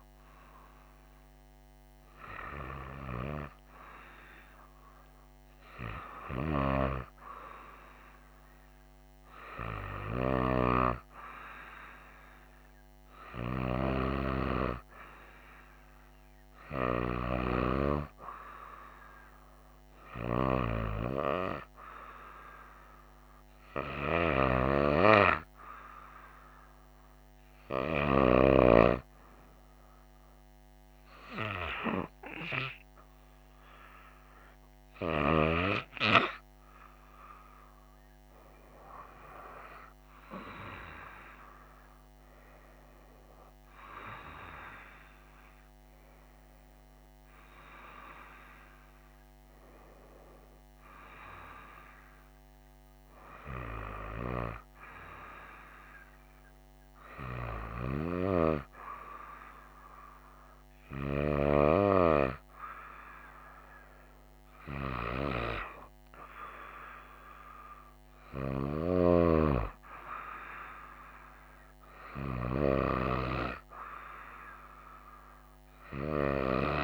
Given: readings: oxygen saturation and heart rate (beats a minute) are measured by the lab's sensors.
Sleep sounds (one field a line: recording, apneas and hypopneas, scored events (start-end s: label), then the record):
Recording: breathing in sleep by a microphone on the trachea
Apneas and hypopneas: none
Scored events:
10.50-76.84 s: new sleep stage, N2 (light sleep)
42.00-47.00 s: arousal
From the record:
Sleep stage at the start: N1 (lightest sleep)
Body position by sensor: on the right side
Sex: female